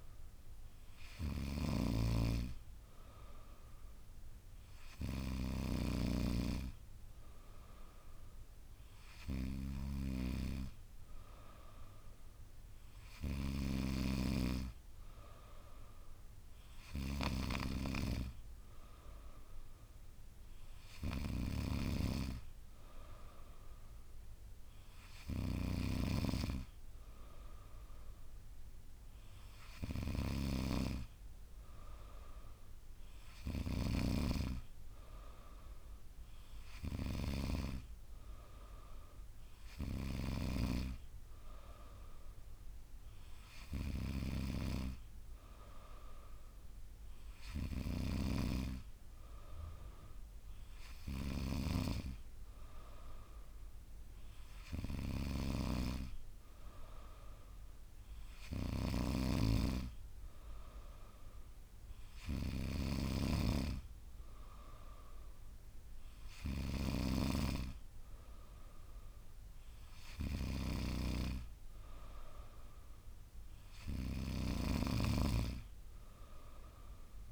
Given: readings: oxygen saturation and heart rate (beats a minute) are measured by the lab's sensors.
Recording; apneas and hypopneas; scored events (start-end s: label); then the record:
breathing in sleep by a room microphone; none
1.50-6.00 s: snoring (device-marked)
From the record:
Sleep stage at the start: N3 (deep sleep); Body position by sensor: on the back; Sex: female